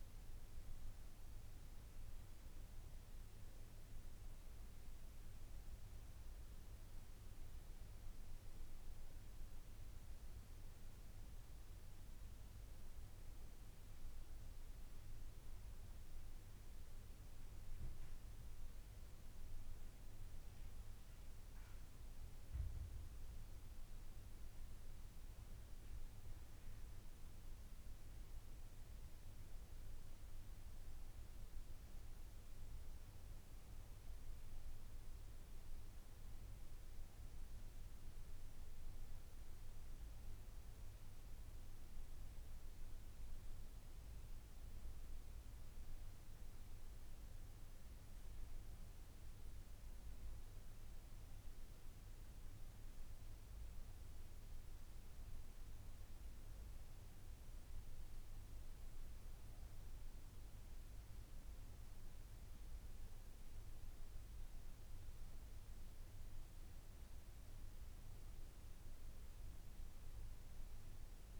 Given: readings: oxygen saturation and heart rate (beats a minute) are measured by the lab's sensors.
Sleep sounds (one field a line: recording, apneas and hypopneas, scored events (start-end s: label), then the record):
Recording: breathing in sleep, hard to hear, by a room microphone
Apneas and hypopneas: none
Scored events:
23.00-71.40 s: new sleep stage, N2 (light sleep)
From the record:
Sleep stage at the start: N1 (lightest sleep)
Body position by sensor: on the right side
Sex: female